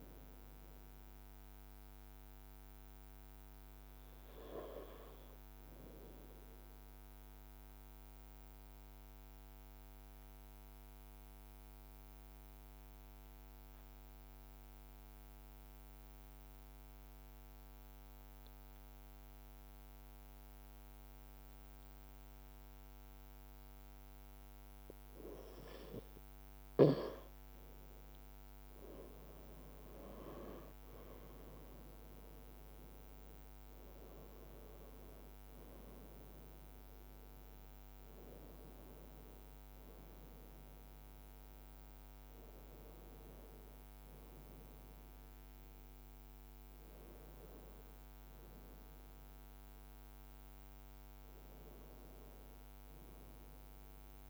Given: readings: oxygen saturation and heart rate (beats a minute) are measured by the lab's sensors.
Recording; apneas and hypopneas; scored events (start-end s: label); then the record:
breathing in sleep by a microphone on the trachea; 1
7.50-25.00 s: obstructive apnea (oxygen 98% before, 95% lowest, heart rate 56 before, 54 extreme, up 3 after)
27.50-32.00 s: arousal
29.00-38.00 s: leg movement (device-marked)
From the record:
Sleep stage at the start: N2 (light sleep); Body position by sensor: on the right side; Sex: male